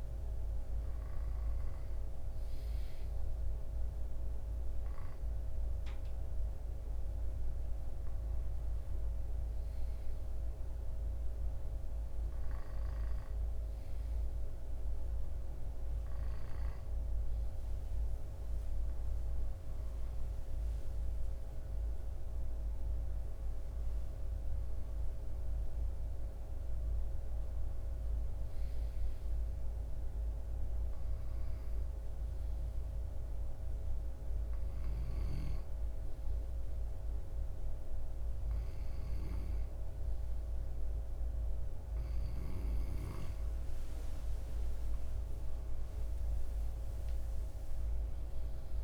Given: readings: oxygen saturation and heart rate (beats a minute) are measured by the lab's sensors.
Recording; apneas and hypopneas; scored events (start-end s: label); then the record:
breathing in sleep, hard to hear, by a room microphone; 1
21.50-25.50 s: arousal
30.50-42.50 s: hypopnea (oxygen 95% before, 93% lowest, heart rate 59 before, 55 extreme, up 9 after)
43.50-48.84 s: arousal
From the record:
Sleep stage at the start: N2 (light sleep); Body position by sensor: on the left side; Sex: male